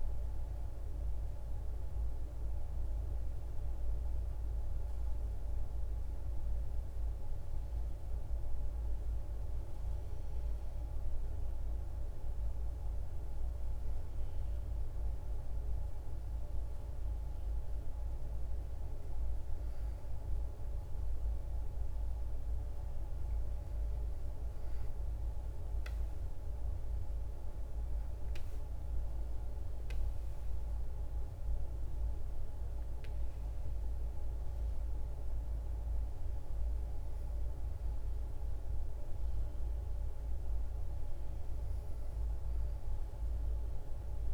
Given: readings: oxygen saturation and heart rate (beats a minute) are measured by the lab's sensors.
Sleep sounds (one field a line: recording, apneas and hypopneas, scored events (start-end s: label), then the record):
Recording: breathing in sleep, hard to hear, by a room microphone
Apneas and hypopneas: 1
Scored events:
0.00-17.00 s: oxygen desaturation (device-marked, oxygen 84% lowest, heart rate 54 extreme)
1.00-12.50 s: mixed apnea (oxygen 94% before, 84% lowest, heart rate 59 before, 54 extreme, up 3 after)
15.50-19.00 s: arousal
From the record:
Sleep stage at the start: N2 (light sleep)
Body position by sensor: on the back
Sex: female